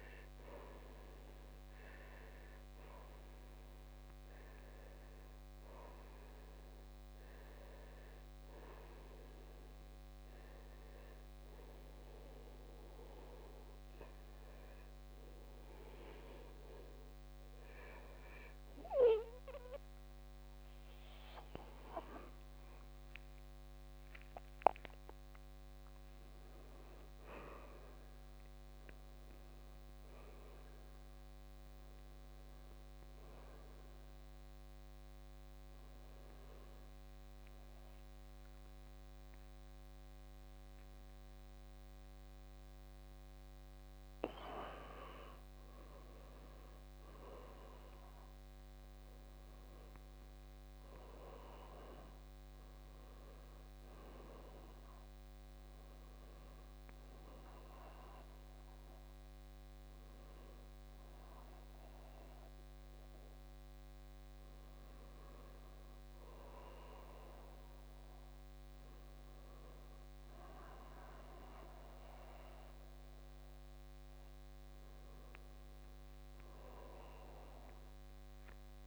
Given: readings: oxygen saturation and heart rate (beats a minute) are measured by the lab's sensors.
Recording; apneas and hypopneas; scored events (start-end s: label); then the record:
breathing in sleep by a microphone on the trachea; 1
0.00-15.00 s: oxygen desaturation (device-marked, oxygen 78% lowest, heart rate 61 extreme)
3.00-20.50 s: hypopnea (oxygen 99% before, 78% lowest, heart rate 67 before, 59 extreme, up 5 after)
23.00-26.00 s: arousal
From the record:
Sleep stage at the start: N2 (light sleep); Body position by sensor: on the back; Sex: male